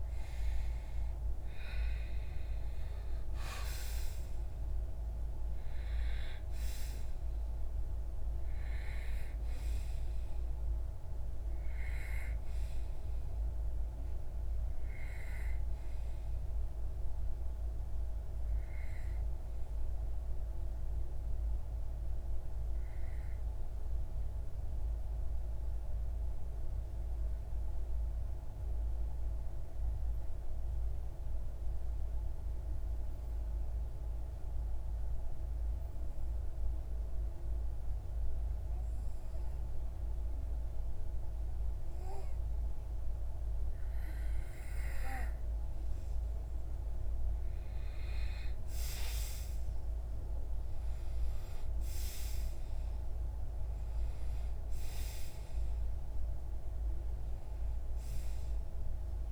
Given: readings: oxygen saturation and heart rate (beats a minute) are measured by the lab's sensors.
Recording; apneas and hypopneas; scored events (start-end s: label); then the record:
breathing in sleep, hard to hear, by a room microphone; 1
0.00-13.00 s: oxygen desaturation (device-marked, oxygen 90% lowest)
21.50-43.00 s: obstructive apnea (oxygen 94% before, 90% lowest)
44.00-49.00 s: arousal
45.00-59.31 s: oxygen desaturation (device-marked, oxygen 97% before, 90% lowest)
From the record:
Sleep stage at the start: N2 (light sleep); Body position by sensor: on the back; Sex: male